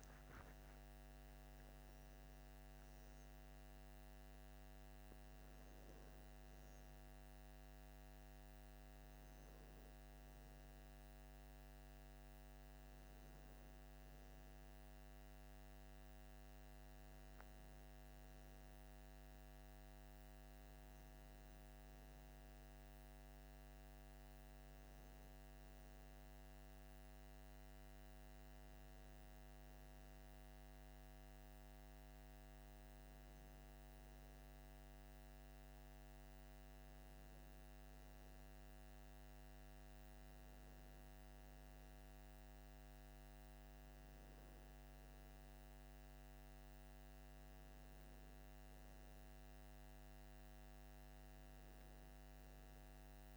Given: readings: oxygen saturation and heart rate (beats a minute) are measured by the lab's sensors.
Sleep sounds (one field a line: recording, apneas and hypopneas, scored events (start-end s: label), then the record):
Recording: breathing in sleep, hard to hear, by a microphone on the trachea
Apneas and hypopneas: none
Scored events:
0.00-2.50 s: arousal
From the record:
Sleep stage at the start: N2 (light sleep)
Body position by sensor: on the left side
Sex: male